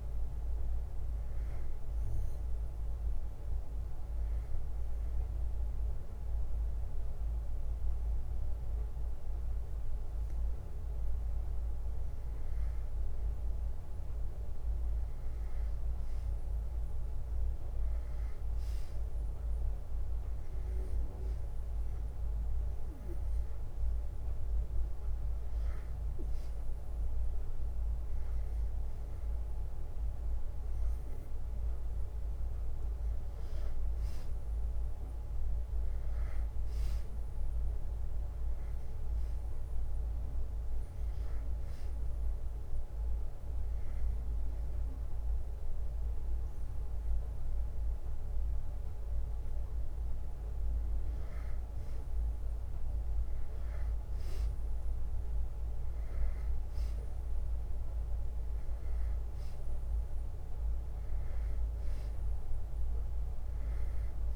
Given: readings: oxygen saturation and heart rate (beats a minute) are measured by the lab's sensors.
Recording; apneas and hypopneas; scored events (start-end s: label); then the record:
breathing in sleep, hard to hear, by a room microphone; 2
0.00-3.50 s: drop in pulse transit time (device-marked, heart rate 62 extreme)
0.00-14.50 s: oxygen desaturation (device-marked, oxygen 91% lowest, heart rate 56 extreme)
4.50-14.50 s: hypopnea (oxygen 97% before, 92% lowest, heart rate 63 before, 56 extreme, up 0 after)
17.50-21.50 s: arousal
23.50-30.50 s: bradycardia (device-marked, heart rate 63 before, 56 extreme)
36.50-40.00 s: arousal
37.50-46.50 s: drop in pulse transit time (device-marked, heart rate 60 before, 62 extreme)
42.00-52.50 s: hypopnea (oxygen 97% before, 93% lowest, heart rate 60 before, 62 extreme, up 1 after)
56.00-60.50 s: arousal
From the record:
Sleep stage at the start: N2 (light sleep); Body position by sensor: on the back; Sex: male